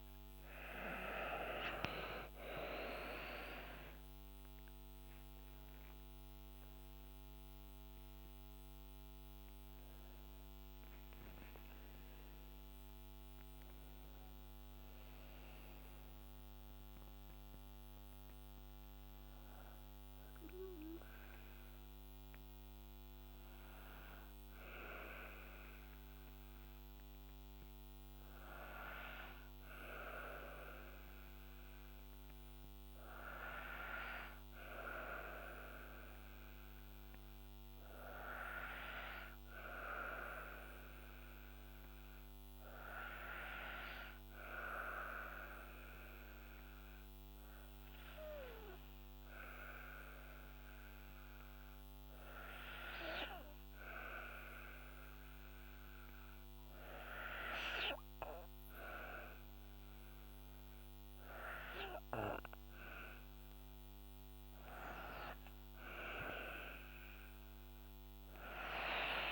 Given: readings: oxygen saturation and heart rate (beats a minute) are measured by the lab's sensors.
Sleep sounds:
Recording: breathing in sleep by a microphone on the trachea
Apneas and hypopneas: 1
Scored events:
0.00-1.00 s: arousal
0.00-25.00 s: oxygen desaturation (device-marked, oxygen 90% lowest, heart rate 60 extreme)
23.50-62.50 s: hypopnea (oxygen 96% before, 92% lowest, heart rate 71 before, 60 extreme, up 5 after)
38.00-52.00 s: oxygen desaturation (device-marked, oxygen 99% before, 95% lowest, heart rate 61 before, 62 extreme)
54.00-69.31 s: oxygen desaturation (device-marked, oxygen 96% before, 92% lowest, heart rate 63 before, 63 extreme)
65.00-69.00 s: arousal
From the record:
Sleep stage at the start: N2 (light sleep)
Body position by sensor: on the back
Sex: female

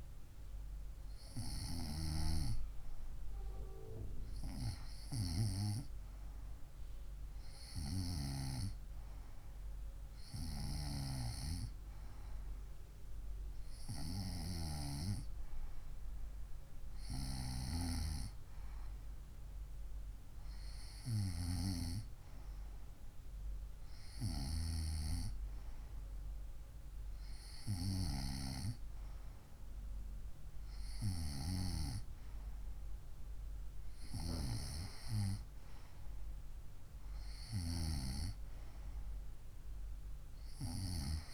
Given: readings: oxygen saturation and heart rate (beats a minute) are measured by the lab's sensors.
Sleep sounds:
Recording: breathing in sleep by a room microphone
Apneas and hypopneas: none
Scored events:
none scored
From the record:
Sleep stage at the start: N2 (light sleep)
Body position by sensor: on the right side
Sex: female

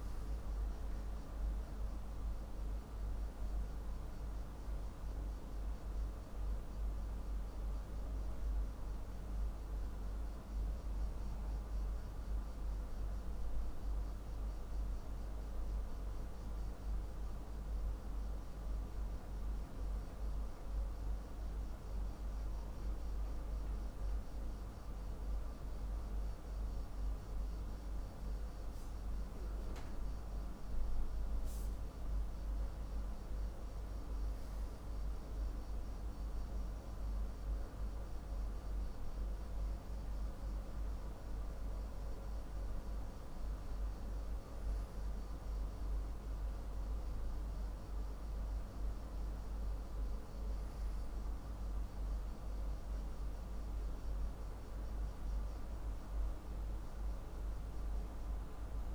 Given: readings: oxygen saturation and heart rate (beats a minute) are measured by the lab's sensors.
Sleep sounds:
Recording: breathing in sleep, hard to hear, by a room microphone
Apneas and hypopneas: none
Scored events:
none scored
From the record:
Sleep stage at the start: N2 (light sleep)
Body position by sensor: on the back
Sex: male

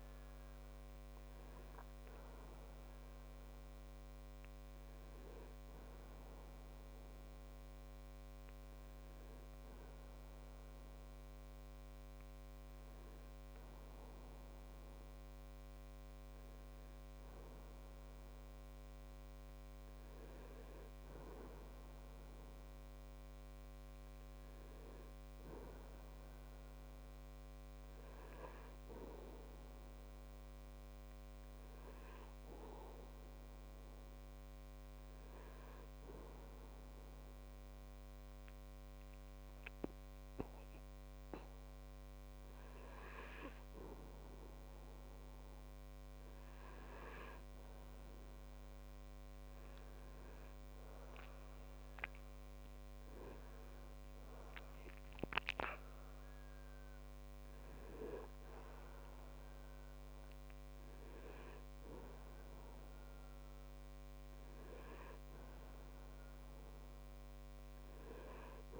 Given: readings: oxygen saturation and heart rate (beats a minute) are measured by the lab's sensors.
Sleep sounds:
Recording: breathing in sleep by a microphone on the trachea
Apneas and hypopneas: 1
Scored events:
27.50-31.00 s: arousal
34.00-47.50 s: obstructive apnea (oxygen 98% before, 96% lowest)
49.50-52.50 s: arousal
From the record:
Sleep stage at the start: N2 (light sleep)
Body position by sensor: on the back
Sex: male

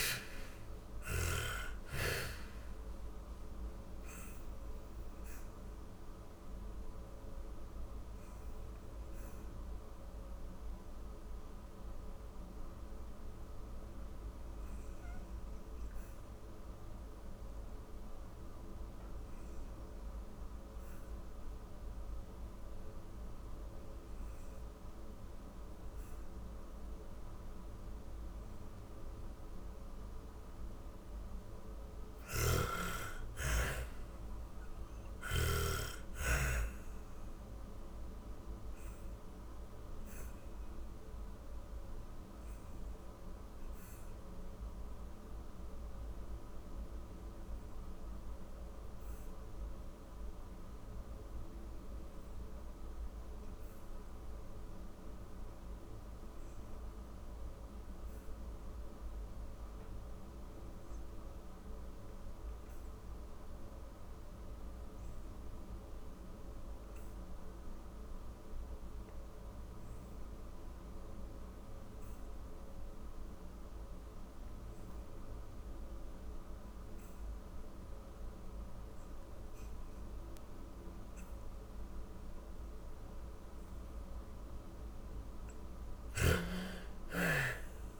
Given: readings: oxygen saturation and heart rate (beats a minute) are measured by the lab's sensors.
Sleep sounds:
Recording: breathing in sleep by a room microphone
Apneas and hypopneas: 2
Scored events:
0.00-25.00 s: oxygen desaturation (device-marked, oxygen 61% lowest, heart rate 40 extreme)
2.50-29.00 s: obstructive apnea (oxygen 96% before, 61% lowest, heart rate 65 before, 45 extreme, up 19 after)
30.50-34.00 s: snoring (device-marked)
31.00-35.00 s: arousal
31.00-54.00 s: oxygen desaturation (device-marked, oxygen 96% before, 74% lowest, heart rate 56 before, 42 extreme)
38.00-82.00 s: obstructive apnea (oxygen 96% before, 62% lowest, heart rate 56 before, 42 extreme, up 17 after)
62.00-88.00 s: oxygen desaturation (device-marked, oxygen 96% before, 62% lowest, heart rate 54 before, 40 extreme)
84.00-88.00 s: arousal
84.00-88.00 s: snoring (device-marked)
From the record:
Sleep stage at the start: N2 (light sleep)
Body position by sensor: on the back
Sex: female

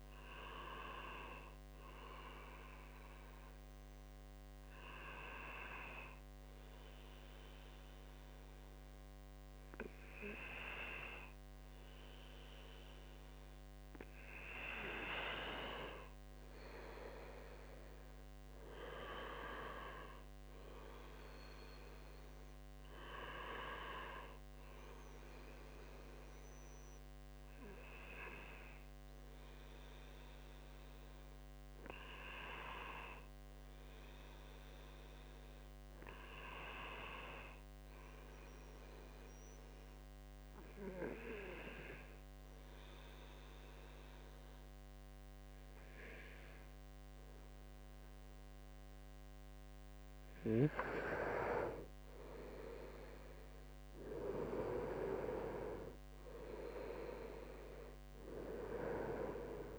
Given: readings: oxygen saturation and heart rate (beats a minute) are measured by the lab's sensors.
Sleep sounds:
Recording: breathing in sleep by a microphone on the trachea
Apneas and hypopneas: 1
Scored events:
33.00-37.00 s: arousal
39.00-50.50 s: hypopnea (oxygen 96% before, 92% lowest, heart rate 73 before, 70 extreme, up 3 after)
53.00-56.50 s: arousal
From the record:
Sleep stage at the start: N2 (light sleep)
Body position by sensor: on the right side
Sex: male

